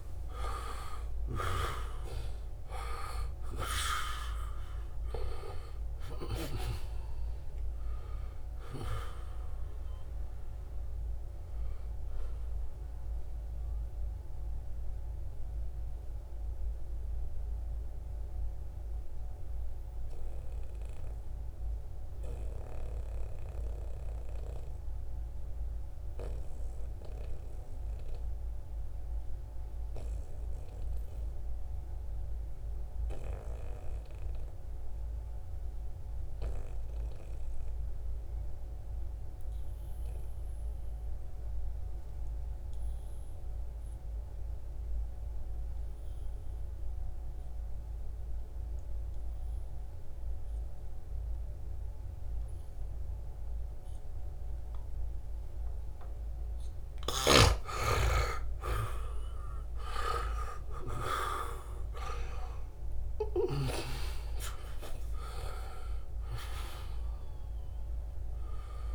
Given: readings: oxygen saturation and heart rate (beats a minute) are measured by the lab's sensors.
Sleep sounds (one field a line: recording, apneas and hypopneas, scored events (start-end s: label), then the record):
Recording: breathing in sleep by a room microphone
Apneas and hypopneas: 1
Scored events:
0.00-0.50 s: snoring (device-marked)
0.00-24.00 s: oxygen desaturation (device-marked, oxygen 98% before, 89% lowest, heart rate 74 before, 62 extreme)
0.50-6.50 s: arousal
12.00-55.00 s: mixed apnea (oxygen 98% before, 86% lowest, heart rate 73 before, 60 extreme, up 11 after)
42.00-68.95 s: oxygen desaturation (device-marked, oxygen 97% before, 86% lowest, heart rate 67 before, 60 extreme)
57.00-62.50 s: arousal
From the record:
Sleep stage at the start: N2 (light sleep)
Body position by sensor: on the back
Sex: male